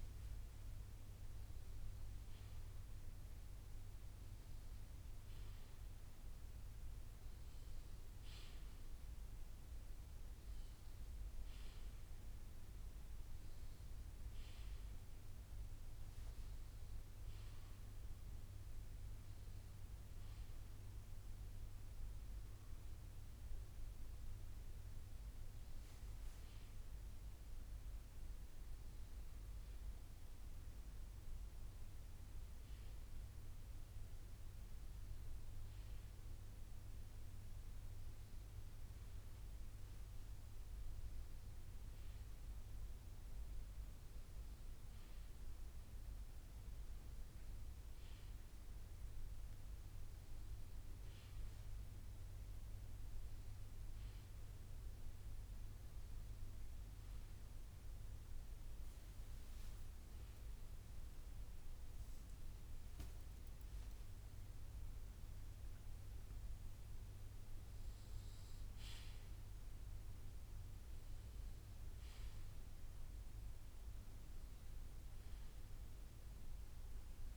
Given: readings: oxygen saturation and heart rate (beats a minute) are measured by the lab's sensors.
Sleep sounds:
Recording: breathing in sleep, hard to hear, by a room microphone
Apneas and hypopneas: none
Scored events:
14.50-44.50 s: bradycardia (device-marked, heart rate 60 before, 56 extreme)
52.50-56.50 s: bradycardia (device-marked, heart rate 60 before, 59 extreme)
58.50-63.00 s: arousal
63.50-77.37 s: bradycardia (device-marked, heart rate 60 before, 54 extreme)
From the record:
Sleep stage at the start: N1 (lightest sleep)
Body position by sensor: on the left side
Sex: male

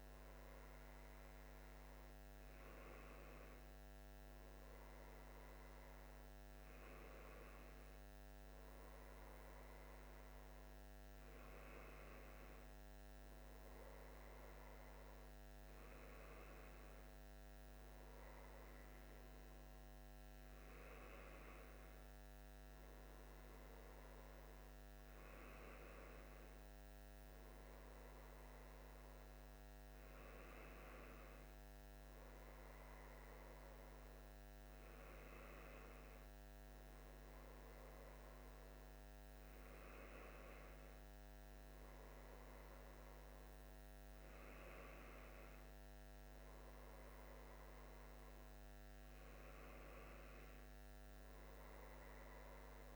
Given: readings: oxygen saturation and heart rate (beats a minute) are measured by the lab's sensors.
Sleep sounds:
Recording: breathing in sleep, hard to hear, by a microphone on the trachea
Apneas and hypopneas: none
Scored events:
none scored
From the record:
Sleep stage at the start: N1 (lightest sleep)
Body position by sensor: on the left side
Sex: male

